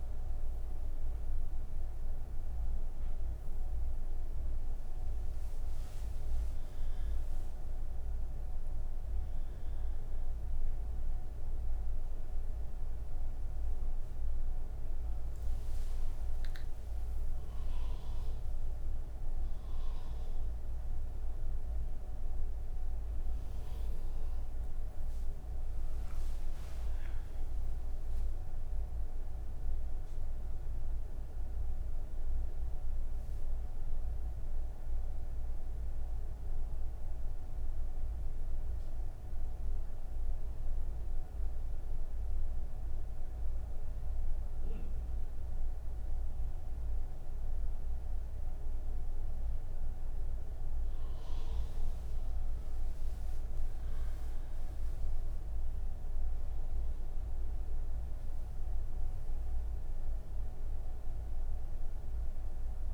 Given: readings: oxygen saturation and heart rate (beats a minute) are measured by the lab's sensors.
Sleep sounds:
breathing in sleep, hard to hear, by a room microphone; 1
40.00-51.50 s: obstructive apnea (oxygen 98% before, 96% lowest, heart rate 57 before, 28 extreme, up 15 after)
From the record:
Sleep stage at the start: N1 (lightest sleep); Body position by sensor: on the right side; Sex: female

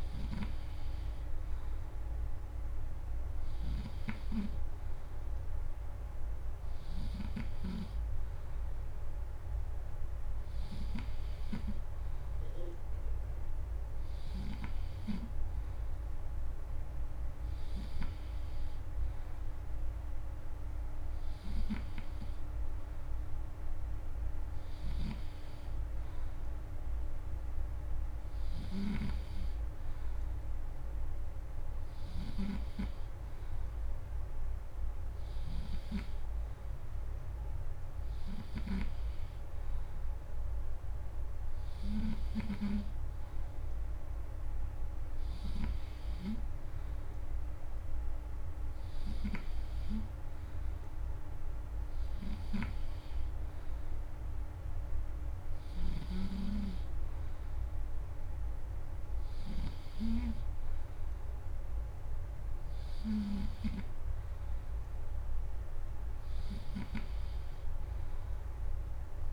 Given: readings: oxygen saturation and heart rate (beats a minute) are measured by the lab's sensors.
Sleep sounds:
breathing in sleep by a room microphone; none
24.50-28.50 s: snoring (device-marked)
55.50-63.50 s: snoring (device-marked)
From the record:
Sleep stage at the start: N3 (deep sleep); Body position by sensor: on the back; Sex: male

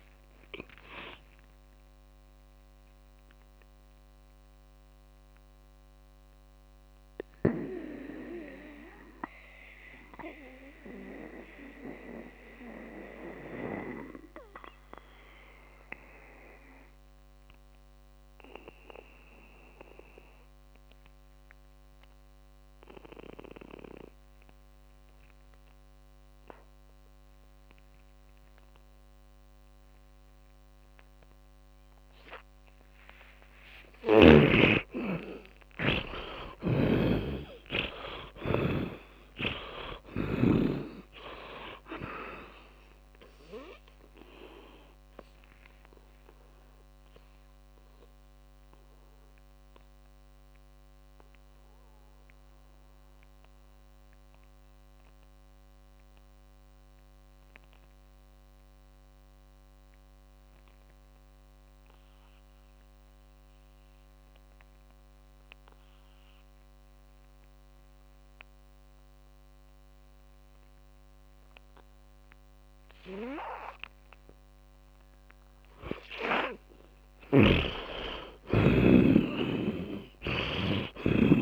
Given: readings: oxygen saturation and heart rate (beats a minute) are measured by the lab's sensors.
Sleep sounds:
breathing in sleep by a microphone on the trachea; 2
0.00-22.00 s: oxygen desaturation (device-marked, oxygen 78% lowest, heart rate 48 extreme)
3.00-33.50 s: mixed apnea (oxygen 100% before, 78% lowest, heart rate 78 before, 50 extreme, up 20 after)
33.00-63.00 s: oxygen desaturation (device-marked, oxygen 100% before, 80% lowest, heart rate 60 before, 46 extreme)
34.50-39.00 s: arousal
36.50-40.50 s: snoring (device-marked)
45.00-76.50 s: mixed apnea (oxygen 100% before, 80% lowest, heart rate 59 before, 46 extreme, up 25 after)
71.00-81.42 s: oxygen desaturation (device-marked, oxygen 100% before, 80% lowest, heart rate 59 before, 45 extreme)
78.50-81.42 s: arousal
79.50-81.42 s: snoring (device-marked)
From the record:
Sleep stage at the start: N2 (light sleep); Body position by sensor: on the back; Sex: male

